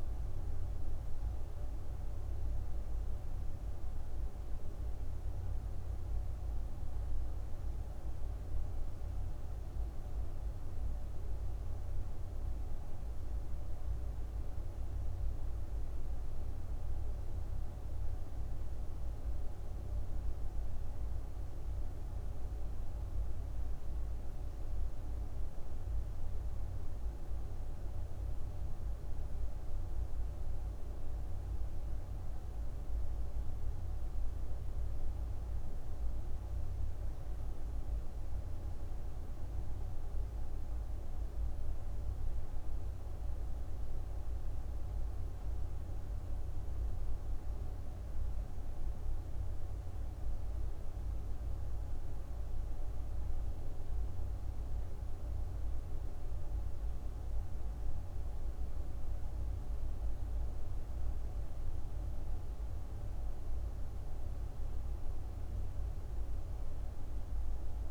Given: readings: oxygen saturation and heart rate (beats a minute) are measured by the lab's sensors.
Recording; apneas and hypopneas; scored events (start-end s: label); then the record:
breathing in sleep, hard to hear, by a room microphone; none
31.00-67.91 s: new sleep stage, N1 (lightest sleep)
From the record:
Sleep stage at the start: N2 (light sleep); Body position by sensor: on the right side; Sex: female